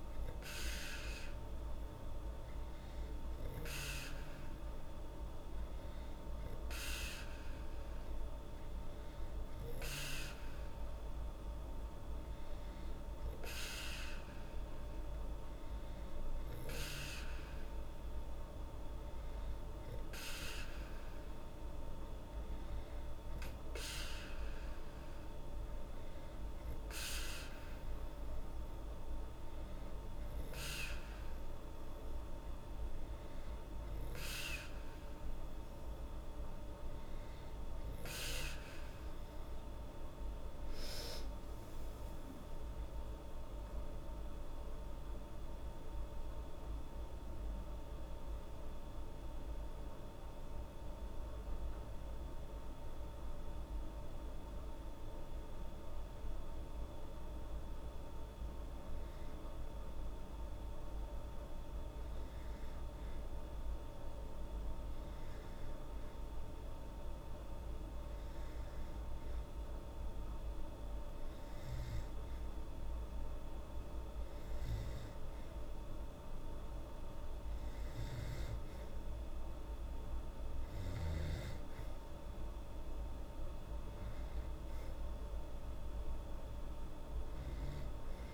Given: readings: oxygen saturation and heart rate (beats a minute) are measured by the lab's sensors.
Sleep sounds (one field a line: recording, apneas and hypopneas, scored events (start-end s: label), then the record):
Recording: breathing in sleep by a room microphone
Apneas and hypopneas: none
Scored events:
40.00-44.50 s: arousal
From the record:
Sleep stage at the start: N2 (light sleep)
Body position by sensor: on the back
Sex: female